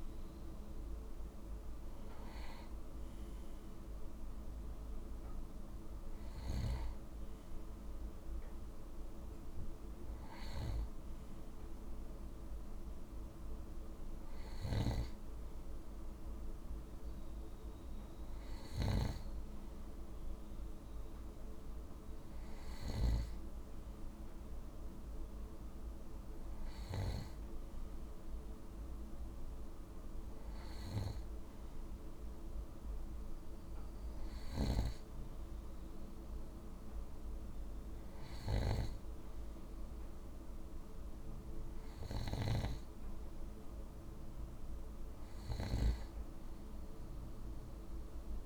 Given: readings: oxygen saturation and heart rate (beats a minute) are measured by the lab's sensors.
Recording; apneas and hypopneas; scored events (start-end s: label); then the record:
breathing in sleep by a room microphone; none
4.00-48.46 s: new sleep stage, N2 (light sleep)
14.00-19.00 s: snoring (device-marked)
34.00-48.46 s: snoring (device-marked)
From the record:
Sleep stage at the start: N1 (lightest sleep); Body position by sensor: on the right side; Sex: male